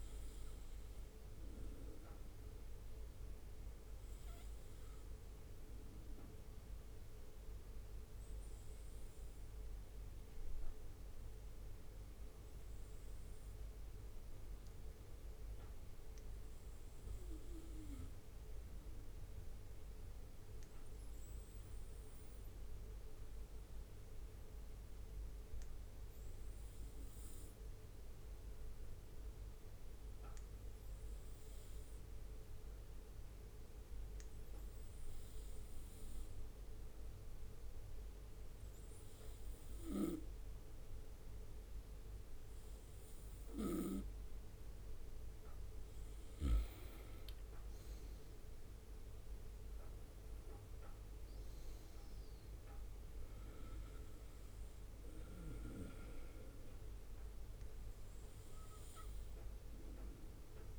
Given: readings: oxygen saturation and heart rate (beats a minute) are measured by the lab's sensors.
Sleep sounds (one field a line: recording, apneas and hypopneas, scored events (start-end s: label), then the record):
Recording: breathing in sleep by a room microphone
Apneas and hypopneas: 1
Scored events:
6.00-43.00 s: obstructive apnea (oxygen 97% before, 95% lowest, heart rate 66 before, 61 extreme, up 4 after)
46.50-49.50 s: arousal
From the record:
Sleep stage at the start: N2 (light sleep)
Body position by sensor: on the right side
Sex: male